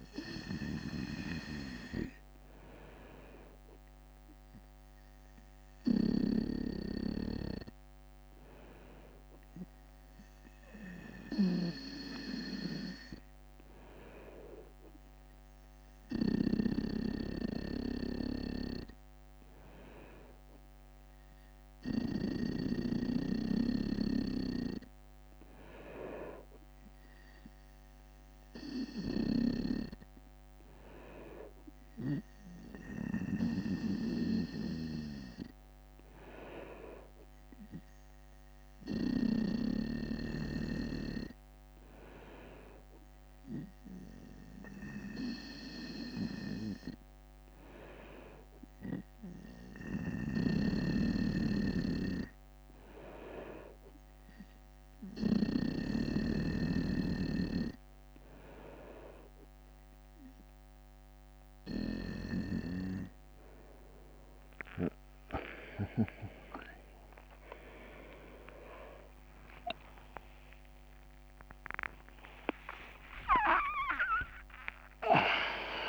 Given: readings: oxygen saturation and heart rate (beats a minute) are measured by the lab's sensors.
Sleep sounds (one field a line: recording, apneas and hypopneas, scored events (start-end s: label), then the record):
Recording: breathing in sleep by a microphone on the trachea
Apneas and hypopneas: none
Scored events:
0.00-42.00 s: bradycardia (device-marked, heart rate 53 extreme)
46.00-55.00 s: bradycardia (device-marked, heart rate 57 before, 58 extreme)
49.50-56.00 s: snoring (device-marked)
64.50-69.50 s: arousal
70.00-75.89 s: tachycardia (device-marked, heart rate 57 before, 107 extreme)
72.00-74.00 s: long interval between heartbeats (device-marked, heart rate 62 before, 89 extreme)
From the record:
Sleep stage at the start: N2 (light sleep)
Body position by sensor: on the right side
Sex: male